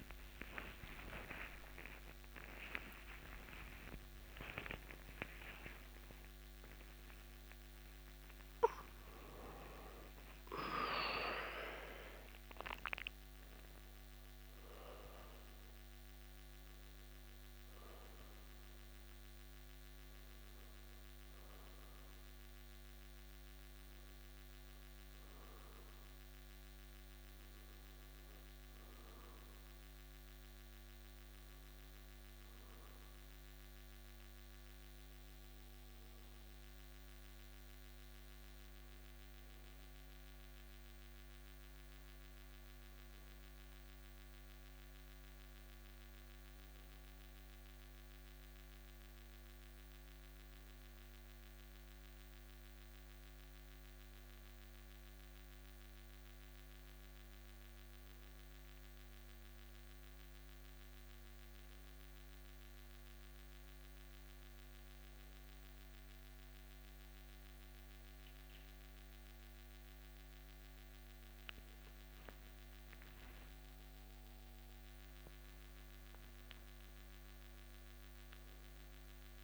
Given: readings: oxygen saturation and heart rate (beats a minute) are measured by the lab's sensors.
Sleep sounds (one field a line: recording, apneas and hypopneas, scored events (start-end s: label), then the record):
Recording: a person partly awake in a sleep study, by a microphone on the trachea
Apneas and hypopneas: none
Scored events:
31.00-79.44 s: new sleep stage, N1 (lightest sleep)
From the record:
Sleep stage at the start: awake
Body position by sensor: on the back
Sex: male